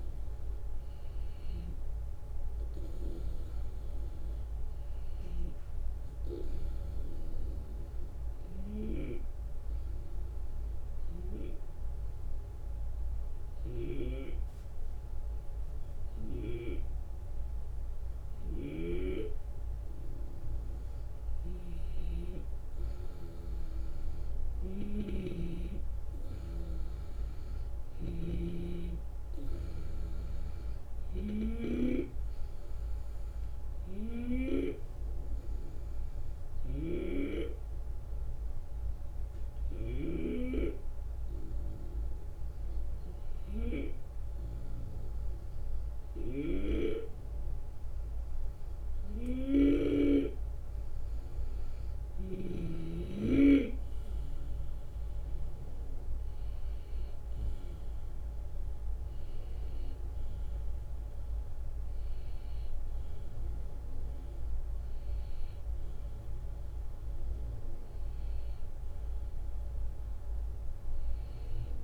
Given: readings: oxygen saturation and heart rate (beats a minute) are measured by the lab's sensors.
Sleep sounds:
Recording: breathing in sleep by a room microphone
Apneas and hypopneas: 2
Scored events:
0.00-8.00 s: drop in pulse transit time (device-marked, heart rate 78 extreme)
6.50-19.50 s: obstructive apnea (oxygen 95% before, 91% lowest, heart rate 80 before, 77 extreme, up 2 after)
18.00-40.00 s: snoring (device-marked)
22.00-26.00 s: arousal
34.00-49.50 s: obstructive apnea (oxygen 95% before, 91% lowest, heart rate 79 before, 77 extreme, up 6 after)
46.00-49.50 s: snoring (device-marked)
53.00-56.50 s: arousal
55.00-69.00 s: drop in pulse transit time (device-marked, heart rate 79 before, 78 extreme)
From the record:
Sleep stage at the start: N2 (light sleep)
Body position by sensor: on the left side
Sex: male

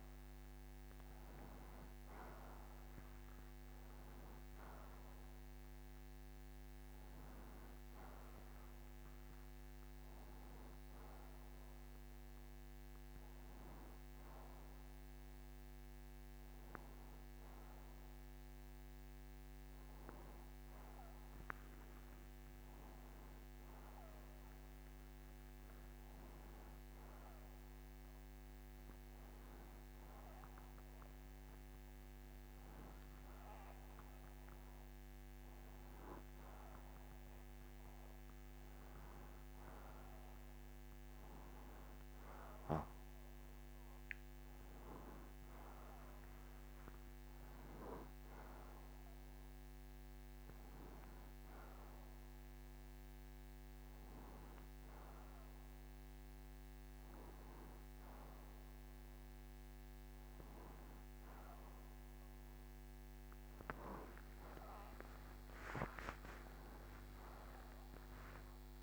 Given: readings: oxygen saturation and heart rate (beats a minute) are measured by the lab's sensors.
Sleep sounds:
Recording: a person partly awake in a sleep study, hard to hear, by a microphone on the trachea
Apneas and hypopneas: none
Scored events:
9.00-68.83 s: new sleep stage, N1 (lightest sleep)
63.50-68.00 s: arousal
From the record:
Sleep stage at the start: awake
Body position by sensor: on the right side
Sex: male

